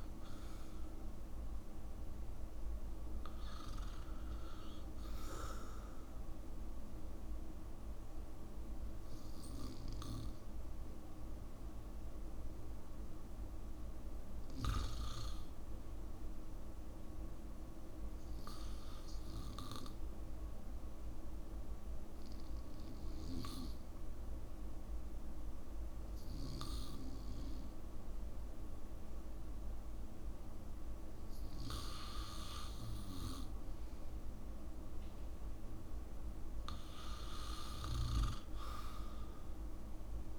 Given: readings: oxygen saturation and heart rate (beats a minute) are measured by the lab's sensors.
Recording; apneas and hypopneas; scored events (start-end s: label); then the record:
breathing in sleep by a room microphone; 1
10.50-40.39 s: new sleep stage, REM sleep
11.00-13.50 s: arousal
17.50-25.50 s: oxygen desaturation (device-marked, oxygen 97% before, 93% lowest, heart rate 68 before, 70 extreme)
18.00-33.00 s: hypopnea (oxygen 97% before, 85% lowest, heart rate 68 before, 70 extreme, up 2 after)
36.50-40.39 s: arousal
38.50-40.39 s: oxygen desaturation (device-marked, oxygen 95% before, 85% lowest, heart rate 71 before, 74 extreme)
From the record:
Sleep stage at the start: N2 (light sleep); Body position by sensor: on the back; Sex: male